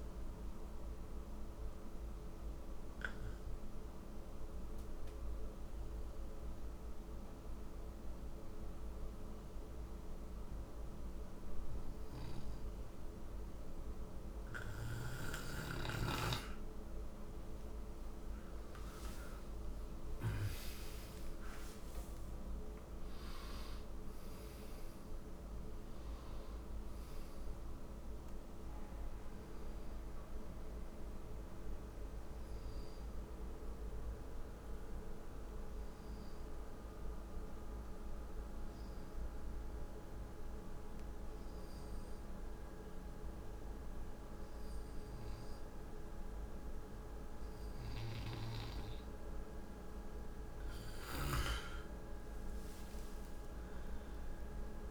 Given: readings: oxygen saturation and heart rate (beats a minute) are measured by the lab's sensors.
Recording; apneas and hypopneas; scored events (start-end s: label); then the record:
breathing in sleep, hard to hear, by a room microphone; 2
0.00-11.00 s: oxygen desaturation (device-marked, oxygen 89% lowest, heart rate 55 extreme)
1.50-17.00 s: obstructive apnea (oxygen 98% before, 89% lowest, heart rate 70 before, 55 extreme, up 53 after)
18.00-22.50 s: arousal
29.00-41.00 s: oxygen desaturation (device-marked, oxygen 97% before, 93% lowest, heart rate 81 before, 54 extreme)
35.50-48.50 s: hypopnea (oxygen 97% before, 90% lowest, heart rate 79 before, 54 extreme, up 21 after)
49.50-53.00 s: arousal
From the record:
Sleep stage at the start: N2 (light sleep); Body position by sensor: on the right side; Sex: male